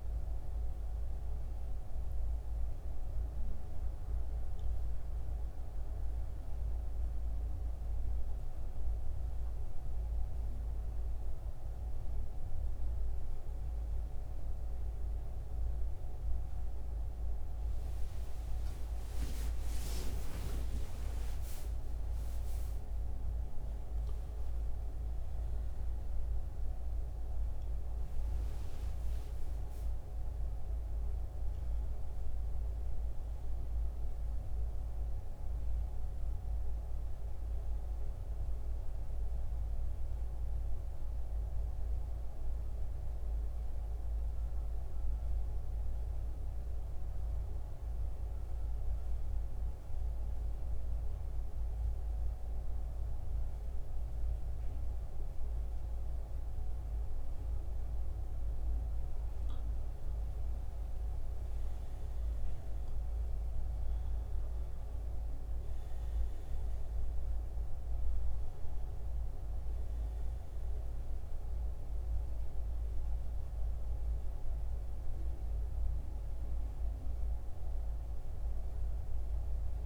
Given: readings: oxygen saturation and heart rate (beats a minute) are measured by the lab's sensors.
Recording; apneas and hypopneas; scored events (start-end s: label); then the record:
breathing in sleep, hard to hear, by a room microphone; 1
16.50-21.00 s: arousal
31.00-61.00 s: new sleep stage, N2 (light sleep)
46.00-58.00 s: central apnea (oxygen 95% before, 86% lowest, heart rate 74 before, 67 extreme, up 13 after)
59.50-64.00 s: arousal
61.00-79.86 s: new sleep stage, N1 (lightest sleep)
65.00-79.86 s: oxygen desaturation (device-marked, oxygen 92% before, 86% lowest, heart rate 70 before, 64 extreme)
From the record:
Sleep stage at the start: N1 (lightest sleep); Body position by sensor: on the back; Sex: male